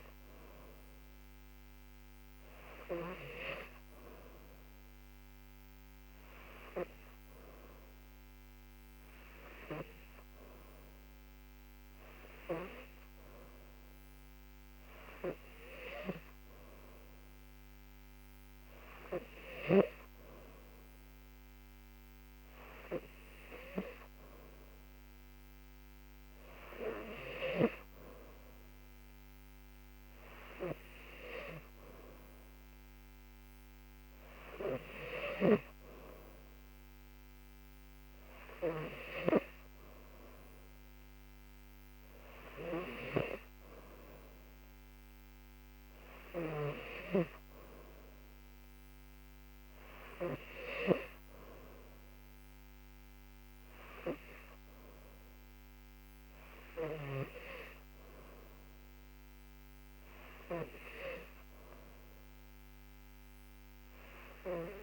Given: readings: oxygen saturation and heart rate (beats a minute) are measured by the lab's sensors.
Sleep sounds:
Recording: breathing in sleep by a microphone on the trachea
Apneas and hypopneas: none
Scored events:
none scored
From the record:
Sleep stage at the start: N3 (deep sleep)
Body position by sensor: on the back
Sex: female

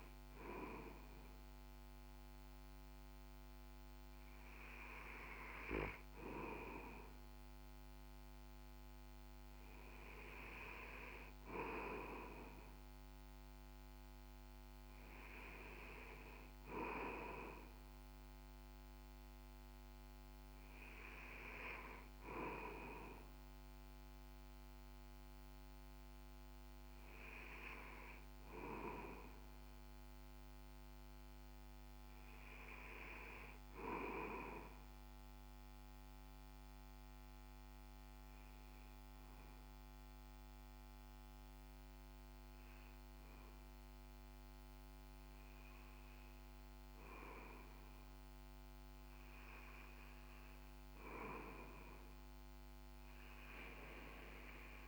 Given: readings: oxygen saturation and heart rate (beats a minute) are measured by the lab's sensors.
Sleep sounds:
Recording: breathing in sleep by a microphone on the trachea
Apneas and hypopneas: 1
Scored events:
35.50-49.50 s: hypopnea (oxygen 97% before, 92% lowest, heart rate 63 before, 61 extreme, up 3 after)
52.50-54.88 s: arousal
53.00-54.88 s: oxygen desaturation (device-marked, oxygen 96% before, 92% lowest, heart rate 63 before, 65 extreme)
From the record:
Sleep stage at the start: REM sleep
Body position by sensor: on the back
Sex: male

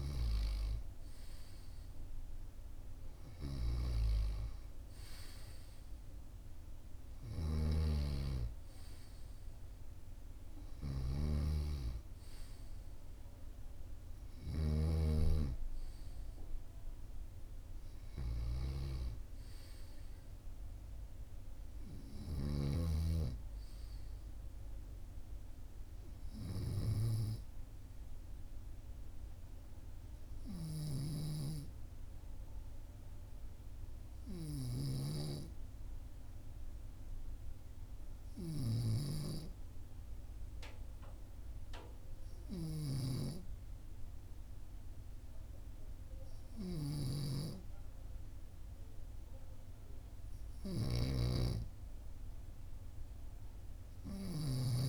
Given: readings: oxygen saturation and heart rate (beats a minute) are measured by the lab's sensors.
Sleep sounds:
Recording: breathing in sleep by a room microphone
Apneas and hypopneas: 1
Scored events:
30.50-50.50 s: obstructive apnea (oxygen 98% before, 95% lowest, heart rate 45 before, 44 extreme, up 1 after)
46.50-54.89 s: snoring (device-marked)
53.50-54.89 s: arousal
From the record:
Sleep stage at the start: N2 (light sleep)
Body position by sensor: on the right side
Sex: male

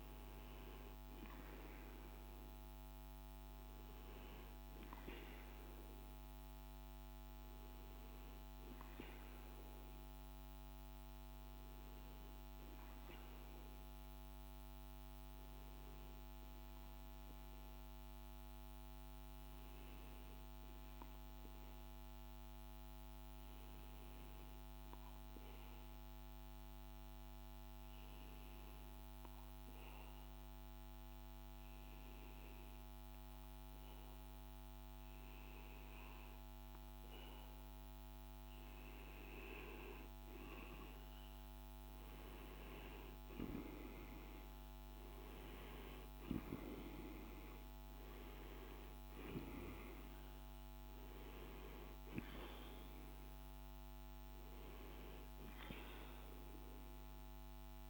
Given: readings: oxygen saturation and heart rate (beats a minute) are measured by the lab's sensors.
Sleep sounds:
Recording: breathing in sleep by a microphone on the trachea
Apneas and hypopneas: 1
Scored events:
0.00-11.50 s: oxygen desaturation (device-marked, oxygen 96% lowest, heart rate 52 extreme)
26.50-39.00 s: hypopnea (oxygen 97% before, 93% lowest, heart rate 53 before, 52 extreme, up 4 after)
39.50-57.90 s: oxygen desaturation (device-marked, oxygen 96% before, 93% lowest, heart rate 52 before, 53 extreme)
41.00-45.50 s: arousal
From the record:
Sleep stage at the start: REM sleep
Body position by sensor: on the back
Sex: male

